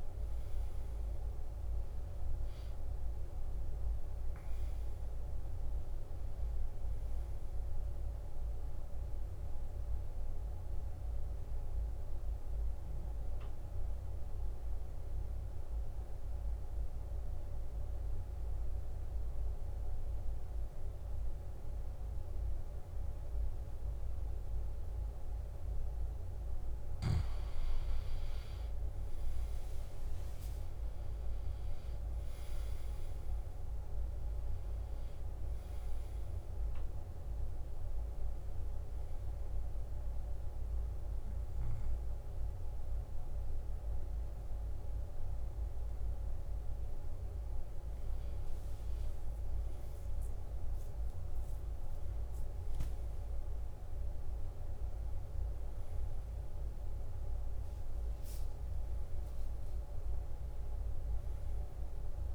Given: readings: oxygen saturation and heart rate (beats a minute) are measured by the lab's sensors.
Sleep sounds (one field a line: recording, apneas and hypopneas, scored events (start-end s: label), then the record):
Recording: breathing in sleep, hard to hear, by a room microphone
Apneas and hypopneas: 2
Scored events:
3.00-7.50 s: arousal
13.00-28.00 s: hypopnea (oxygen 94% before, 90% lowest, heart rate 67 before, 57 extreme, up 10 after)
30.00-34.50 s: arousal
30.50-48.50 s: oxygen desaturation (device-marked, oxygen 96% before, 90% lowest, heart rate 60 before, 57 extreme)
39.00-49.00 s: hypopnea (oxygen 96% before, 89% lowest, heart rate 61 before, 57 extreme, up 10 after)
51.00-55.50 s: arousal
From the record:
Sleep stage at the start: N2 (light sleep)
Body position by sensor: on the back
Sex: male